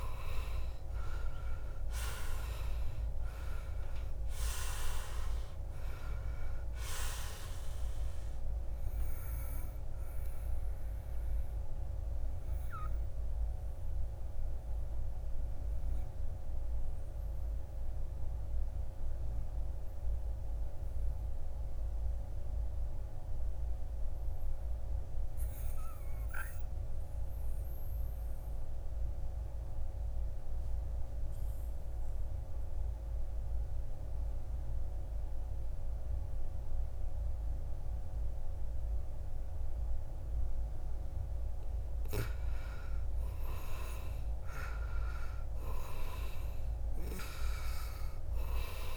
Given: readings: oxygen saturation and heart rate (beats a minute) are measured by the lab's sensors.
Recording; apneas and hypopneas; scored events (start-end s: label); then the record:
breathing in sleep by a room microphone; 1
0.00-25.50 s: oxygen desaturation (device-marked, oxygen 73% lowest, heart rate 54 extreme)
9.50-40.50 s: obstructive apnea (oxygen 97% before, 73% lowest, heart rate 69 before, 51 extreme, up 10 after)
42.50-46.00 s: arousal
43.50-48.97 s: oxygen desaturation (device-marked, oxygen 97% before, 78% lowest, heart rate 60 before, 51 extreme)
From the record:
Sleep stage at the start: N2 (light sleep); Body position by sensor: on the back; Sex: male